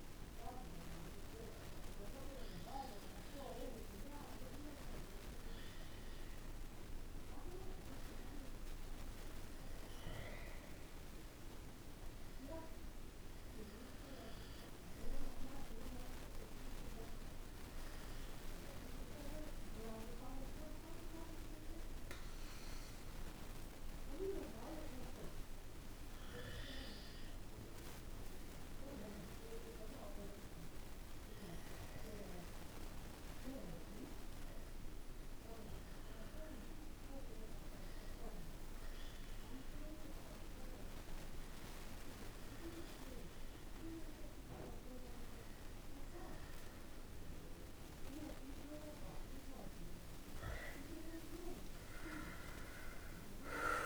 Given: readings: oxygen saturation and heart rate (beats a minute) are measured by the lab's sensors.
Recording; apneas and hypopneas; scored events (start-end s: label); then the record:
a person partly awake in a sleep study, by a room microphone; none
38.00-53.86 s: new sleep stage, awake
From the record:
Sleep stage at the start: N1 (lightest sleep); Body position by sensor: on the back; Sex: male